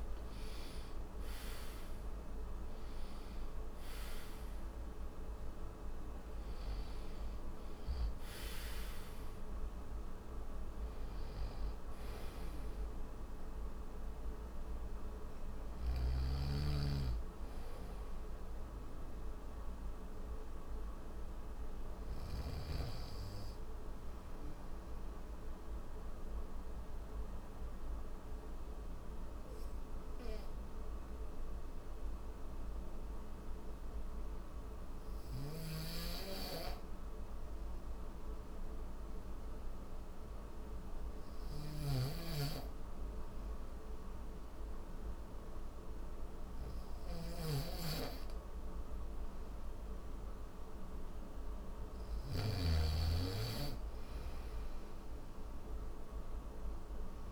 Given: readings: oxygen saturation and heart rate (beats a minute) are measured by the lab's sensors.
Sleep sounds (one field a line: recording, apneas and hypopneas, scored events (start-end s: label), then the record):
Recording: breathing in sleep by a room microphone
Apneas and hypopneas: 1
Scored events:
2.50-22.50 s: oxygen desaturation (device-marked, oxygen 92% before, 89% lowest, heart rate 77 before, 69 extreme)
7.00-15.50 s: snoring (device-marked)
24.00-49.00 s: obstructive apnea (oxygen 96% before, 92% lowest, heart rate 79 before, 69 extreme, up 3 after)
25.50-57.32 s: new sleep stage, N1 (lightest sleep)
35.00-57.32 s: snoring (device-marked)
46.50-57.32 s: oxygen desaturation (device-marked, oxygen 97% before, 92% lowest, heart rate 74 before, 73 extreme)
From the record:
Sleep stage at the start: N3 (deep sleep)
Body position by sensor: on the back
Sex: male